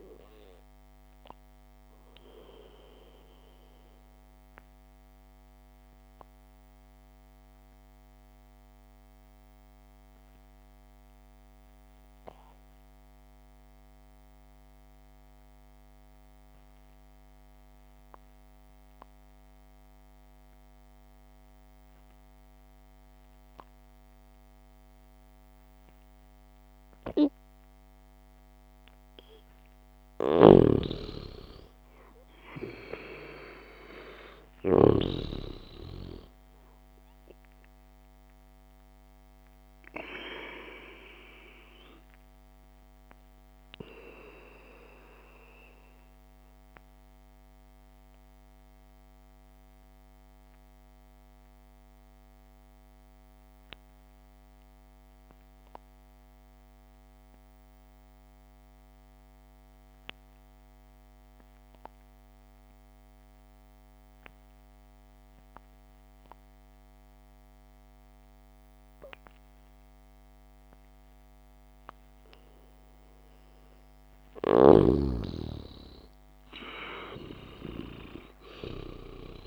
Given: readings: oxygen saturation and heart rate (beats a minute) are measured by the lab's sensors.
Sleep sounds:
breathing in sleep by a microphone on the trachea; 2
0.00-4.00 s: oxygen desaturation (device-marked, oxygen 94% lowest, heart rate 63 extreme)
3.50-29.50 s: mixed apnea (oxygen 98% before, 92% lowest, heart rate 67 before, 60 extreme, up 2 after)
26.00-48.00 s: oxygen desaturation (device-marked, oxygen 98% before, 93% lowest, heart rate 68 before, 60 extreme)
30.00-34.50 s: arousal
30.50-35.50 s: snoring (device-marked)
46.00-74.00 s: mixed apnea (oxygen 98% before, 92% lowest, heart rate 63 before, 58 extreme)
75.00-79.47 s: oxygen desaturation (device-marked, oxygen 98% before, 93% lowest, heart rate 65 before, 58 extreme)
75.50-79.47 s: arousal
From the record:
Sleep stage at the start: N2 (light sleep); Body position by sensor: on the back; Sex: male

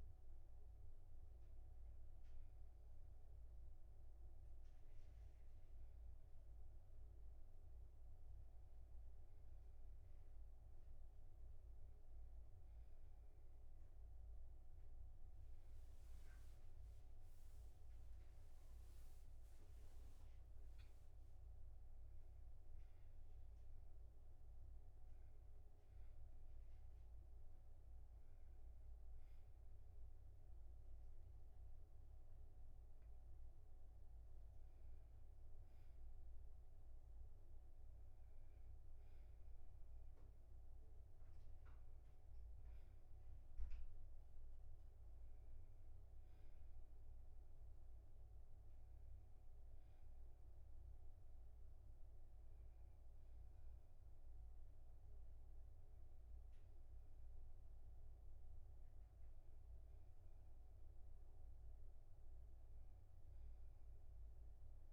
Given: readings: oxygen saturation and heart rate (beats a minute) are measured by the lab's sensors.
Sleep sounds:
a person awake in a sleep study, hard to hear, by a room microphone; none
none scored
From the record:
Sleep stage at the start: awake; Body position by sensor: on the back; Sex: male

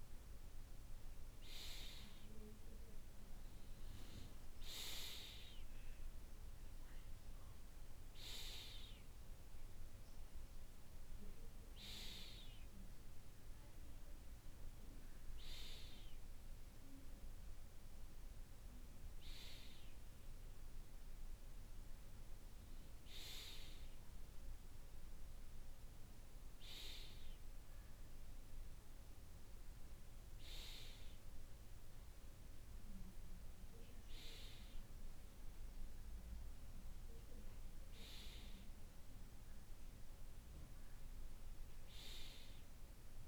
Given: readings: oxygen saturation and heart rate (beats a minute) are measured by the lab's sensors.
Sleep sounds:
breathing in sleep by a room microphone; none
none scored
From the record:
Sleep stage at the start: N2 (light sleep); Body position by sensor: on the right side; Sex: male

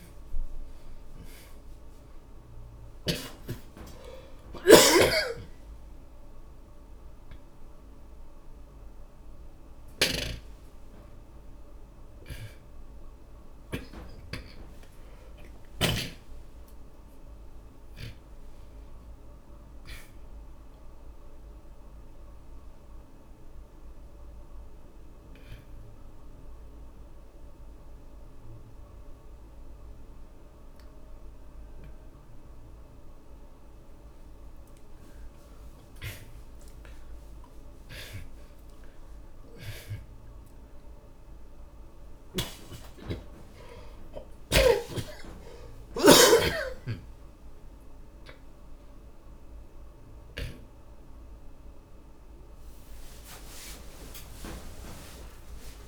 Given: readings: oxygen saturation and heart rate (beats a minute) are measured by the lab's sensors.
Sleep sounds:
breathing in sleep by a room microphone; 1
0.00-1.50 s: oxygen desaturation (device-marked, oxygen 91% lowest, heart rate 58 extreme)
3.50-9.50 s: oxygen desaturation (device-marked, oxygen 94% before, 91% lowest)
10.00-16.50 s: snoring (device-marked)
15.50-27.50 s: oxygen desaturation (device-marked, oxygen 93% before, 80% lowest)
16.00-20.50 s: arousal
22.00-34.50 s: obstructive apnea (oxygen 94% before, 83% lowest)
42.50-55.88 s: oxygen desaturation (device-marked, oxygen 96% before, 85% lowest)
48.50-55.88 s: new sleep stage, awake
From the record:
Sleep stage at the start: N2 (light sleep); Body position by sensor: on the back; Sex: male

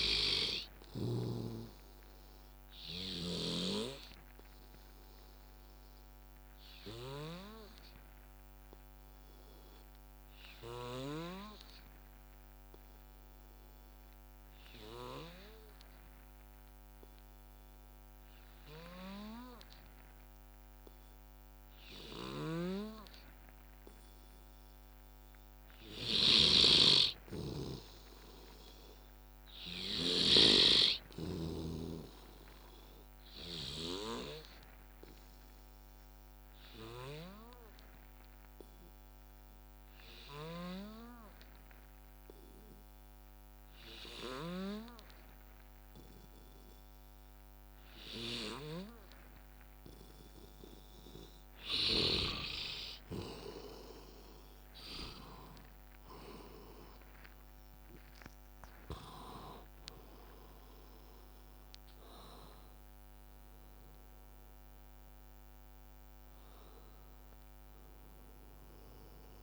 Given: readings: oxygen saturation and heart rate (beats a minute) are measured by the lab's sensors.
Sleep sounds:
breathing in sleep by a microphone on the trachea; 2
0.00-1.00 s: snoring (device-marked)
0.00-16.00 s: oxygen desaturation (device-marked, oxygen 90% lowest, heart rate 55 extreme)
4.00-17.00 s: bradycardia (device-marked, heart rate 63 before, 55 extreme)
4.00-24.00 s: obstructive apnea (oxygen 99% before, 89% lowest, heart rate 64 before, 55 extreme, up 11 after)
22.00-30.00 s: snoring (device-marked)
26.00-46.00 s: oxygen desaturation (device-marked, oxygen 97% before, 90% lowest, heart rate 59 before, 59 extreme)
26.50-29.50 s: arousal
35.50-50.50 s: obstructive apnea (oxygen 97% before, 89% lowest, heart rate 62 before, 59 extreme, up 19 after)
54.00-59.00 s: arousal
57.00-69.43 s: drop in pulse transit time (device-marked, heart rate 63 before, 72 extreme)
58.00-69.43 s: oxygen desaturation (device-marked, oxygen 95% before, 89% lowest, heart rate 64 before, 59 extreme)
From the record:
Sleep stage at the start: N2 (light sleep); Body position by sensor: on the back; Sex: male

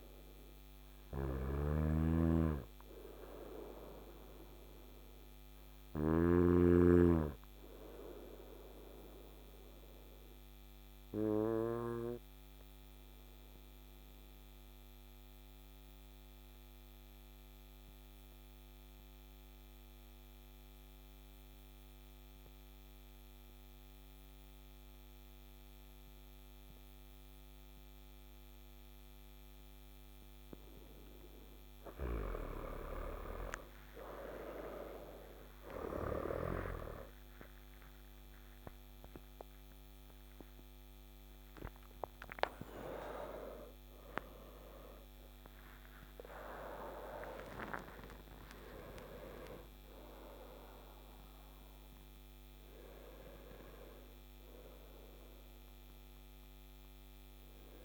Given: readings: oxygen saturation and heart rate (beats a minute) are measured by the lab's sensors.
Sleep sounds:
breathing in sleep by a microphone on the trachea; 1
0.50-5.50 s: snoring (device-marked)
3.50-32.00 s: obstructive apnea (oxygen 98% before, 93% lowest, heart rate 60 before, 54 extreme, up 15 after)
33.50-39.50 s: arousal
From the record:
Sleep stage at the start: N2 (light sleep); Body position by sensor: on the front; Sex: male

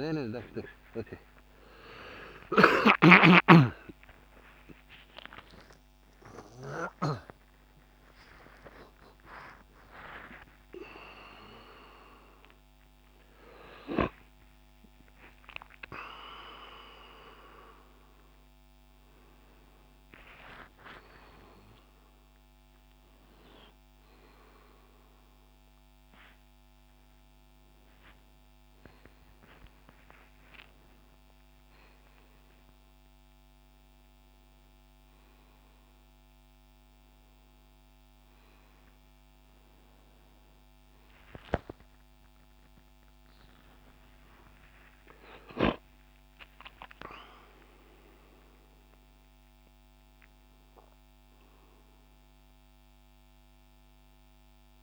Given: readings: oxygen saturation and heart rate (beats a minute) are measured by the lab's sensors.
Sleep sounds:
a person awake in a sleep study, by a microphone on the trachea; none
3.00-7.50 s: snoring (device-marked)
From the record:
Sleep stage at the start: awake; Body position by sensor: on the back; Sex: male

